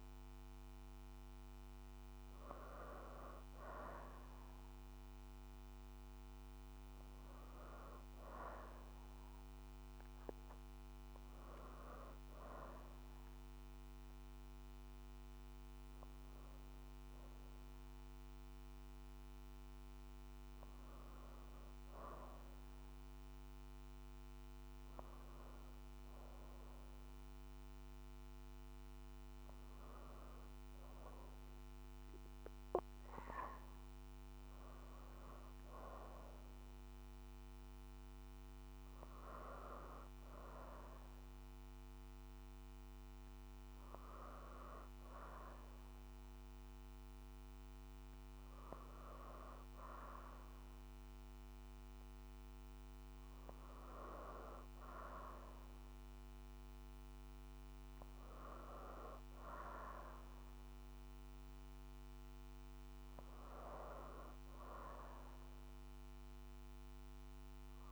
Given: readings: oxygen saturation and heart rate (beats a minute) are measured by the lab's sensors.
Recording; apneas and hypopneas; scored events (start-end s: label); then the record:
breathing in sleep by a microphone on the trachea; none
none scored
From the record:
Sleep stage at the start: N2 (light sleep); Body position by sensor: on the back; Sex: female